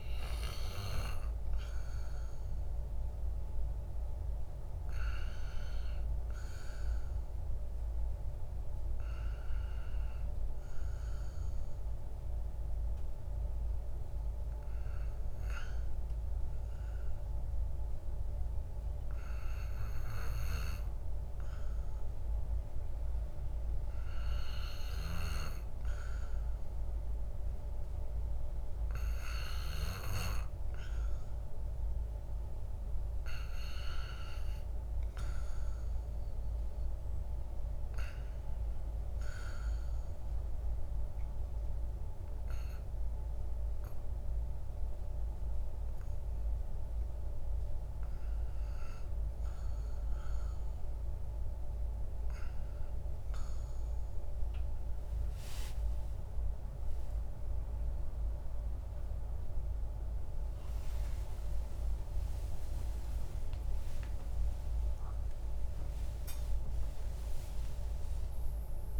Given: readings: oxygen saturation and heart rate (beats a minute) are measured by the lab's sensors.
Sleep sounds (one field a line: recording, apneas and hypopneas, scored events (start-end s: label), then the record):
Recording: breathing in sleep by a room microphone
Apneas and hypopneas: 1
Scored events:
6.00-51.50 s: hypopnea (oxygen 98% before, 96% lowest, heart rate 60 before, 54 extreme, up 9 after)
52.50-69.00 s: new sleep stage, N1 (lightest sleep)
60.50-66.00 s: arousal
From the record:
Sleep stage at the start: REM sleep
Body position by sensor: on the back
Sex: male